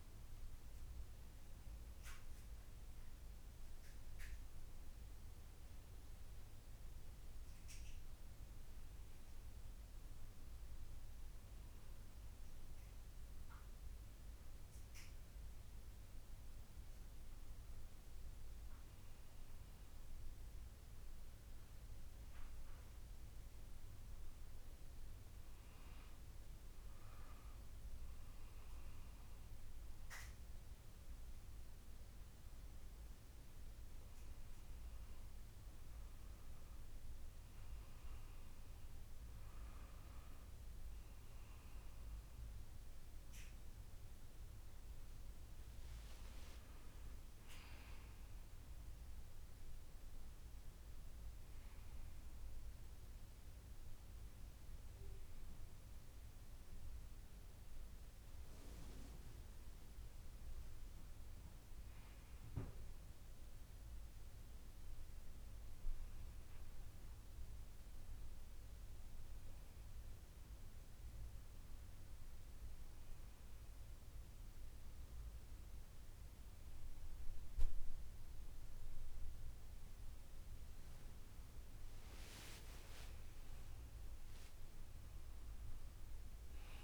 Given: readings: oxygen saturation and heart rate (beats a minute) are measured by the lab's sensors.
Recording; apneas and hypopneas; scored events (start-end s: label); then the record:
breathing in sleep, hard to hear, by a room microphone; none
45.50-51.00 s: arousal
From the record:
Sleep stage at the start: N2 (light sleep); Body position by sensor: on the back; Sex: female